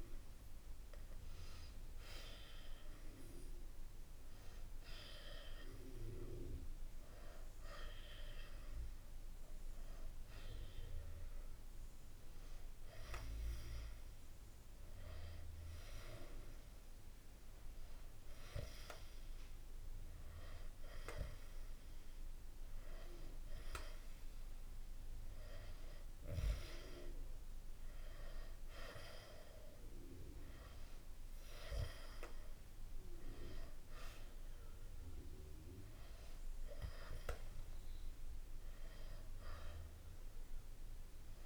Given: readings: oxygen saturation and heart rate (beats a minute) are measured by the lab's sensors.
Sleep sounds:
breathing in sleep by a room microphone; none
9.50-41.46 s: new sleep stage, N2 (light sleep)
From the record:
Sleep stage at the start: N1 (lightest sleep); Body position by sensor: on the back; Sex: male

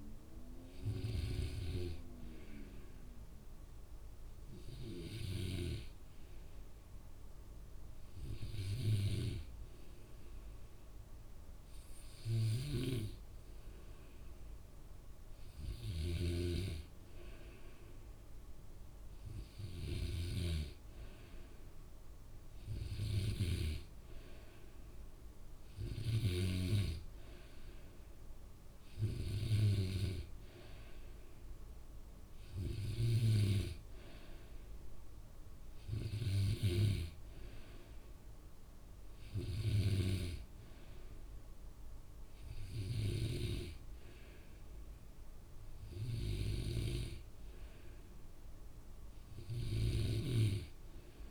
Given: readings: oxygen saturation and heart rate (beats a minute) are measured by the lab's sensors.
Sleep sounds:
breathing in sleep by a room microphone; none
16.00-20.50 s: snoring (device-marked)
50.00-51.31 s: snoring (device-marked)
From the record:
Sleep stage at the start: N2 (light sleep); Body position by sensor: on the back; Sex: male

